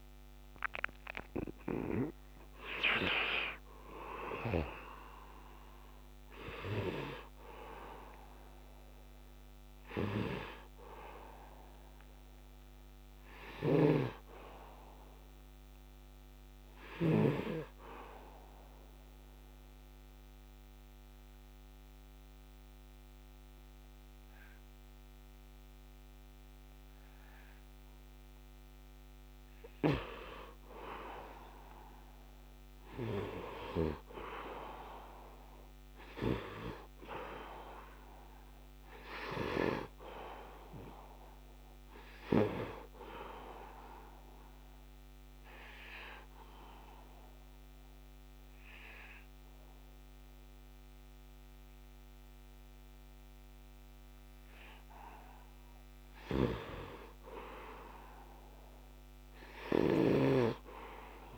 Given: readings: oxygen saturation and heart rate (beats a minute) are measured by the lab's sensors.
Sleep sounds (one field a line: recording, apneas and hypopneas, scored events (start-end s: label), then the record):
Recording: breathing in sleep by a microphone on the trachea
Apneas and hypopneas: 2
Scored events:
0.00-16.50 s: oxygen desaturation (device-marked, oxygen 75% lowest, heart rate 77 extreme)
7.00-12.50 s: arousal
13.00-17.00 s: snoring (device-marked)
17.00-29.00 s: obstructive apnea (oxygen 98% before, 90% lowest, heart rate 97 before, 76 extreme, up 12 after)
31.50-36.50 s: arousal
36.50-47.50 s: oxygen desaturation (device-marked, oxygen 98% before, 90% lowest, heart rate 85 before, 75 extreme)
44.00-55.00 s: obstructive apnea (oxygen 100% before, 85% lowest, heart rate 81 before, 74 extreme, up 5 after)
55.50-60.00 s: snoring (device-marked)
57.00-61.38 s: arousal
59.50-61.38 s: oxygen desaturation (device-marked, oxygen 98% before, 90% lowest, heart rate 77 before, 74 extreme)
From the record:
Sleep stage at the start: N2 (light sleep)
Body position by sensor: on the right side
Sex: male